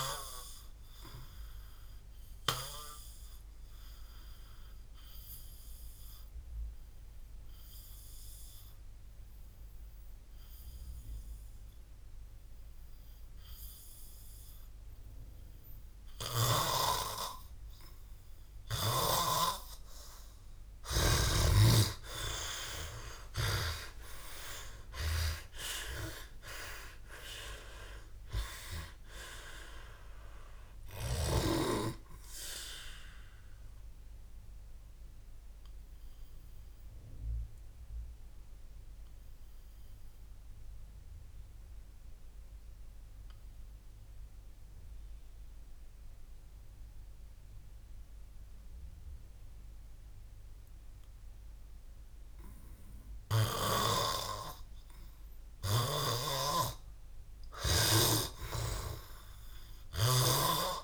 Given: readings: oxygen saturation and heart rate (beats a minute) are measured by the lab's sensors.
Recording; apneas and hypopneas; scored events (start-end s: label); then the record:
breathing in sleep by a room microphone; 2
0.00-27.50 s: oxygen desaturation (device-marked, oxygen 91% lowest, heart rate 56 extreme)
3.00-17.50 s: obstructive apnea (oxygen 100% before, 91% lowest, heart rate 61 before, 56 extreme)
21.50-26.00 s: arousal
34.50-50.50 s: obstructive apnea (oxygen 95% before, 88% lowest, heart rate 95 before, 58 extreme, up 2 after)
54.00-57.00 s: arousal
55.50-60.00 s: snoring (device-marked)
From the record:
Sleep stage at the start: N2 (light sleep); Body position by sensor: on the back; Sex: male